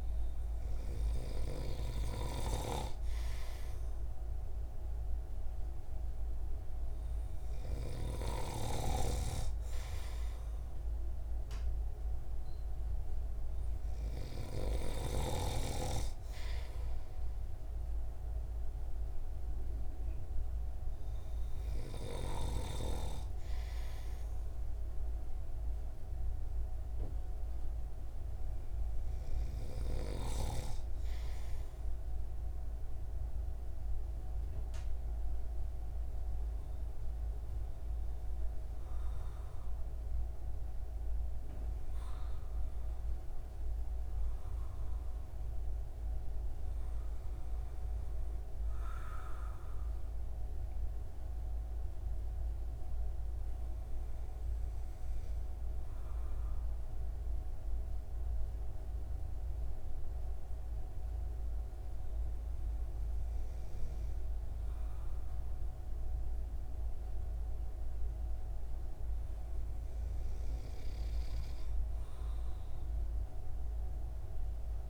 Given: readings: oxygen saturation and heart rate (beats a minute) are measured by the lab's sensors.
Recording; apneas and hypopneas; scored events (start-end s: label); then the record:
breathing in sleep by a room microphone; none
8.50-15.00 s: snoring (device-marked)
From the record:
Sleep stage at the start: N2 (light sleep); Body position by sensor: on the right side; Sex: male